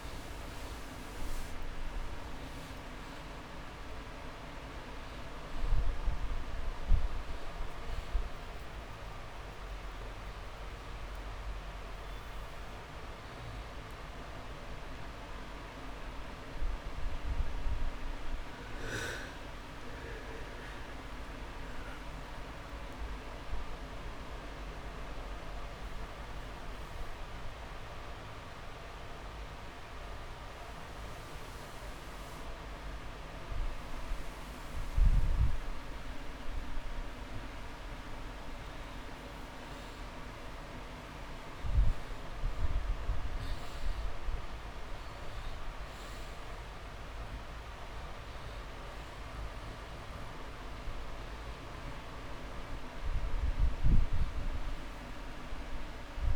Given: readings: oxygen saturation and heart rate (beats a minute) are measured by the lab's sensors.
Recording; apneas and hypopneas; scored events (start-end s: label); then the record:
breathing in sleep, hard to hear, by a room microphone; 1
15.00-19.50 s: arousal
21.50-37.50 s: mixed apnea (oxygen 99% before, 94% lowest)
37.50-39.50 s: long interval between heartbeats (device-marked)
42.50-46.50 s: arousal
54.00-56.36 s: oxygen desaturation (device-marked, oxygen 99% before, 94% lowest)
From the record:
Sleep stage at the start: N2 (light sleep); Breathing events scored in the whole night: 234 in 4.1 hours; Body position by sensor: on the back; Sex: male